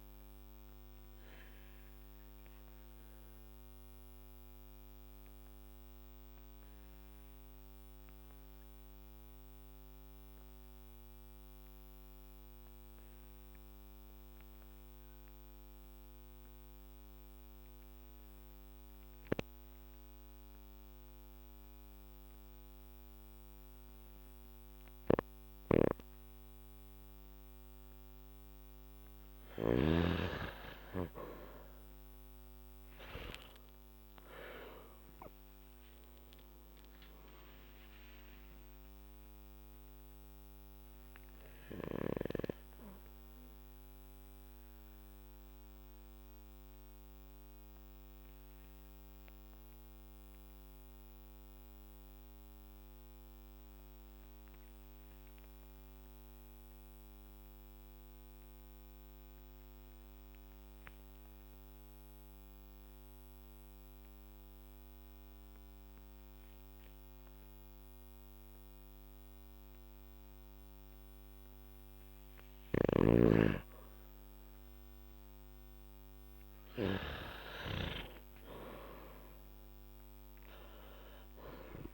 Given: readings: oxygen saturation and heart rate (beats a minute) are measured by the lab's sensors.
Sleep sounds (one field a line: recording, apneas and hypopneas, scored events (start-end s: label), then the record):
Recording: breathing in sleep by a microphone on the trachea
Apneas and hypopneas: 2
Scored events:
0.00-17.50 s: oxygen desaturation (device-marked, oxygen 91% lowest, heart rate 47 extreme)
1.00-28.50 s: obstructive apnea (oxygen 97% before, 90% lowest, heart rate 54 before, 47 extreme, up 9 after)
19.50-28.50 s: oxygen desaturation (device-marked, oxygen 97% before, 92% lowest, heart rate 51 before, 49 extreme)
25.50-30.00 s: snoring (device-marked)
32.50-37.50 s: arousal
43.00-71.50 s: obstructive apnea (oxygen 97% before, 90% lowest, heart rate 57 before, 47 extreme, up 3 after)
54.50-68.50 s: oxygen desaturation (device-marked, oxygen 96% before, 90% lowest, heart rate 56 before, 49 extreme)
72.50-77.00 s: snoring (device-marked)
77.00-79.00 s: long interval between heartbeats (device-marked, heart rate 53 before, 55 extreme)
77.50-81.94 s: arousal
From the record:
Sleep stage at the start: N2 (light sleep)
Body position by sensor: on the back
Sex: male